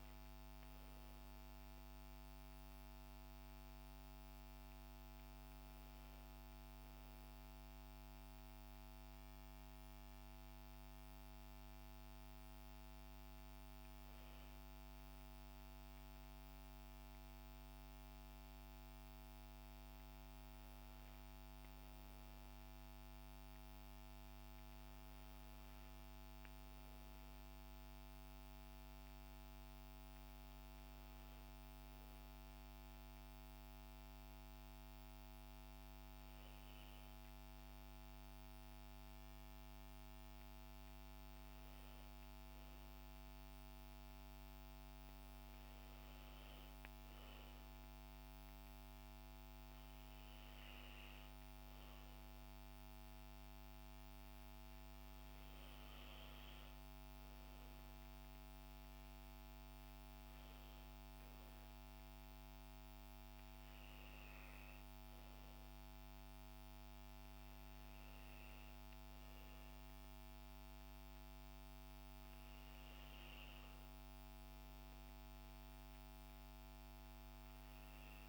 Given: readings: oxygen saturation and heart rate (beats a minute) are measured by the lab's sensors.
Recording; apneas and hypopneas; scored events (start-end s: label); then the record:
breathing in sleep, hard to hear, by a microphone on the trachea; none
none scored
From the record:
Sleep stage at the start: N2 (light sleep); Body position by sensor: on the back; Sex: female